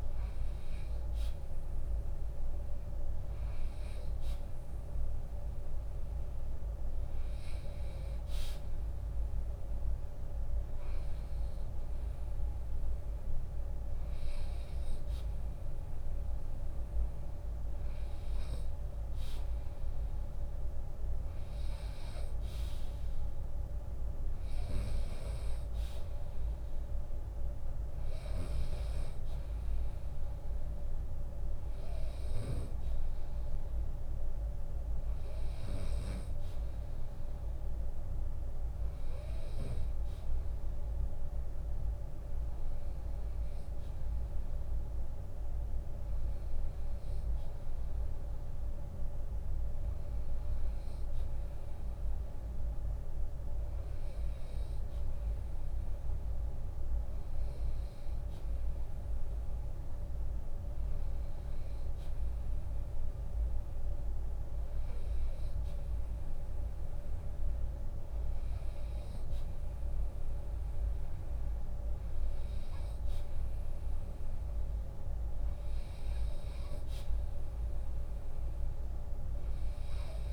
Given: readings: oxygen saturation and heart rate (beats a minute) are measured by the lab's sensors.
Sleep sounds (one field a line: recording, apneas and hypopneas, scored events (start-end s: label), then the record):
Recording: breathing in sleep, hard to hear, by a room microphone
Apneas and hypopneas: none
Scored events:
27.50-32.00 s: snoring (device-marked)
31.00-33.00 s: long interval between heartbeats (device-marked, heart rate 75 before, 78 extreme)
37.00-39.00 s: long interval between heartbeats (device-marked, heart rate 75 before, 68 extreme)
65.50-67.50 s: long interval between heartbeats (device-marked, heart rate 76 before, 76 extreme)
71.00-80.33 s: drop in pulse transit time (device-marked, heart rate 78 before, 75 extreme)
72.00-74.00 s: long interval between heartbeats (device-marked, heart rate 79 before, 83 extreme)
From the record:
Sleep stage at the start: N2 (light sleep)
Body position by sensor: on the right side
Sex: male